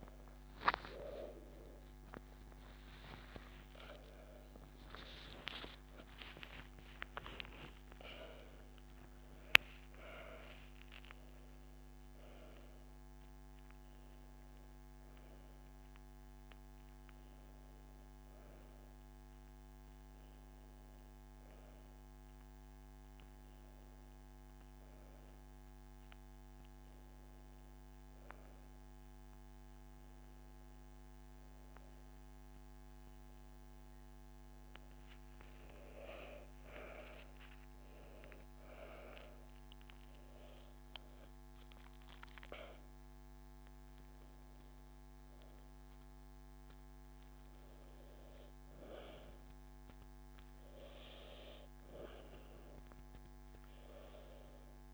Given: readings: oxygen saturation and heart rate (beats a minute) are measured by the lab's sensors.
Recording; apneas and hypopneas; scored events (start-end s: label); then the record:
breathing in sleep by a microphone on the trachea; none
0.00-1.00 s: oxygen desaturation (device-marked, oxygen 90% lowest)
2.00-54.94 s: new sleep stage, N1 (lightest sleep)
3.00-9.00 s: arousal
3.00-21.00 s: oxygen desaturation (device-marked, oxygen 95% before, 90% lowest)
36.50-40.00 s: arousal
From the record:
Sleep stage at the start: N2 (light sleep); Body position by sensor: on the back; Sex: female